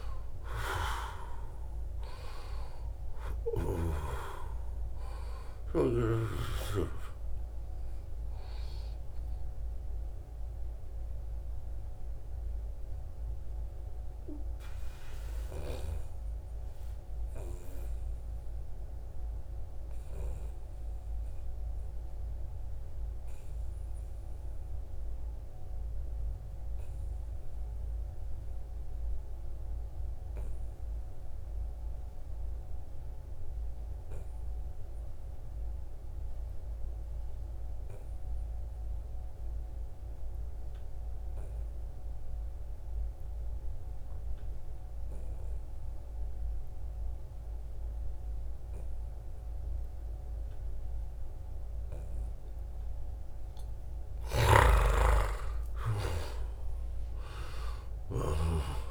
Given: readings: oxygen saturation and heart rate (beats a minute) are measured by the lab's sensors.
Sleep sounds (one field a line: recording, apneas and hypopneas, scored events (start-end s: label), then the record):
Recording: breathing in sleep by a room microphone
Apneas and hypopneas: 1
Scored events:
0.00-21.50 s: oxygen desaturation (device-marked, oxygen 86% lowest, heart rate 62 extreme)
9.00-52.50 s: mixed apnea (oxygen 97% before, 85% lowest, heart rate 70 before, 61 extreme, up 12 after)
41.50-58.91 s: oxygen desaturation (device-marked, oxygen 96% before, 85% lowest, heart rate 66 before, 61 extreme)
53.50-57.00 s: arousal
53.50-58.00 s: snoring (device-marked)
From the record:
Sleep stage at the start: N2 (light sleep)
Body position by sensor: on the back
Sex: male